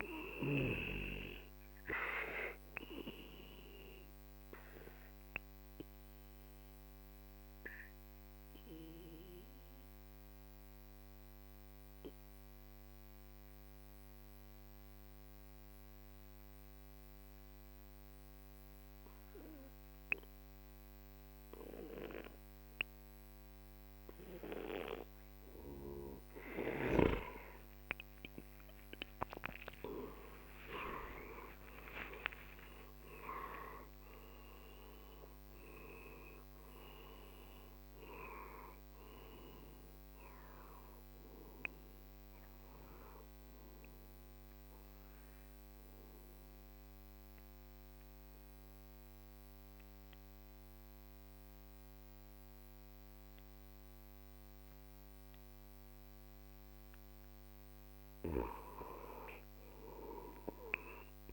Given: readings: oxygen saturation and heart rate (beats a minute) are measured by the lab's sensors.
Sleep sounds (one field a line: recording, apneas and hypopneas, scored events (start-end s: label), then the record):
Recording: breathing in sleep by a microphone on the trachea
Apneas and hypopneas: 2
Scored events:
0.00-13.50 s: oxygen desaturation (device-marked, oxygen 92% lowest, heart rate 44 extreme)
3.00-26.50 s: obstructive apnea (oxygen 97% before, 91% lowest, heart rate 54 before, 44 extreme)
28.00-32.00 s: arousal
28.50-53.50 s: oxygen desaturation (device-marked, oxygen 98% before, 91% lowest, heart rate 47 before, 39 extreme)
46.50-57.00 s: obstructive apnea (oxygen 98% before, 92% lowest, heart rate 76 before, 39 extreme, up 14 after)
59.00-61.33 s: arousal
From the record:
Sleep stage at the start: N2 (light sleep)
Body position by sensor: on the back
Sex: male